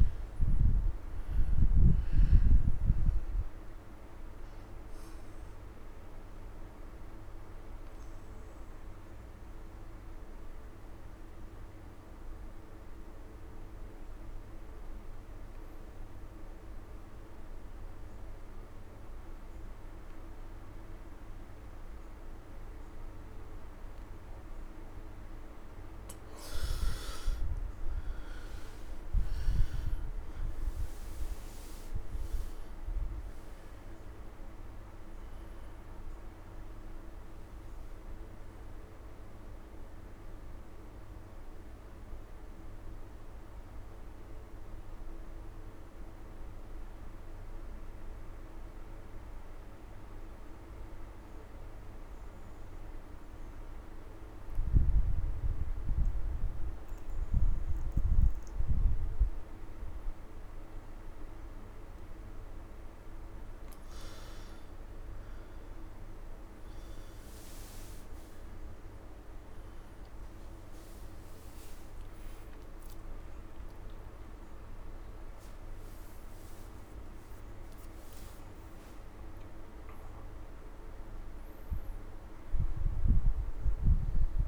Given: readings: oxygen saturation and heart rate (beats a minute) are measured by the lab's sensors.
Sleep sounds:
breathing in sleep, hard to hear, by a room microphone; 2
0.50-15.50 s: oxygen desaturation (device-marked, oxygen 98% before, 91% lowest)
4.00-23.50 s: obstructive apnea (oxygen 99% before, 87% lowest)
24.50-53.50 s: oxygen desaturation (device-marked, oxygen 97% before, 87% lowest)
27.00-30.50 s: arousal
45.50-62.50 s: obstructive apnea (oxygen 97% before, 87% lowest)
68.50-84.47 s: oxygen desaturation (device-marked, oxygen 99% before, 88% lowest)
70.50-77.00 s: arousal
From the record:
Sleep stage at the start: N2 (light sleep); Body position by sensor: on the right side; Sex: male

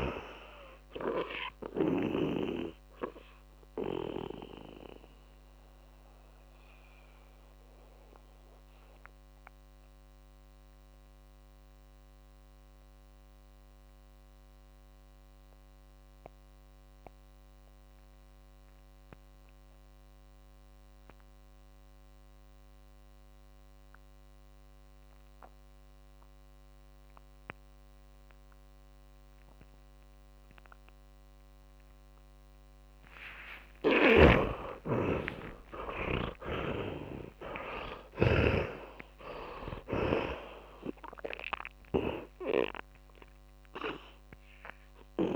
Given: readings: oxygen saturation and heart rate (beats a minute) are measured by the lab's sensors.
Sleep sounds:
breathing in sleep by a microphone on the trachea; 1
0.00-2.50 s: snoring (device-marked)
0.00-18.50 s: oxygen desaturation (device-marked, oxygen 71% lowest)
3.50-33.50 s: mixed apnea (oxygen 99% before, 71% lowest)
34.00-38.50 s: arousal
34.00-38.50 s: snoring (device-marked)
39.50-45.36 s: oxygen desaturation (device-marked, oxygen 96% before, 76% lowest)
From the record:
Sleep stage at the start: REM sleep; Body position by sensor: on the back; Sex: male

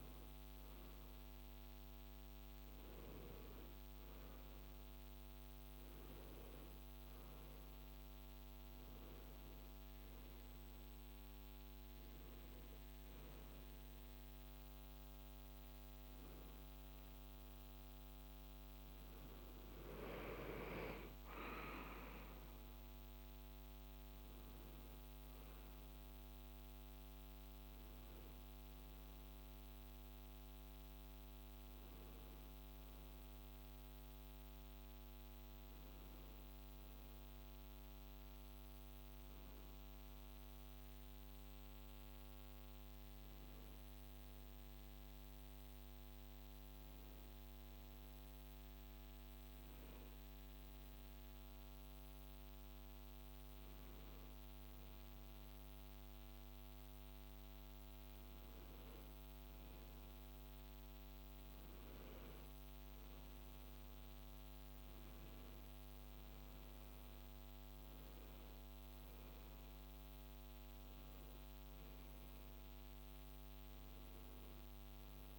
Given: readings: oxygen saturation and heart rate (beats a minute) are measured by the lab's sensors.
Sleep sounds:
breathing in sleep, hard to hear, by a microphone on the trachea; 1
27.00-75.39 s: new sleep stage, N2 (light sleep)
37.50-57.50 s: hypopnea (oxygen 96% before, 93% lowest, heart rate 66 before, 61 extreme, up 6 after)
59.00-75.39 s: oxygen desaturation (device-marked, oxygen 98% before, 93% lowest, heart rate 65 before, 65 extreme)
60.50-64.50 s: arousal
From the record:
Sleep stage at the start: N1 (lightest sleep); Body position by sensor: on the back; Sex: male

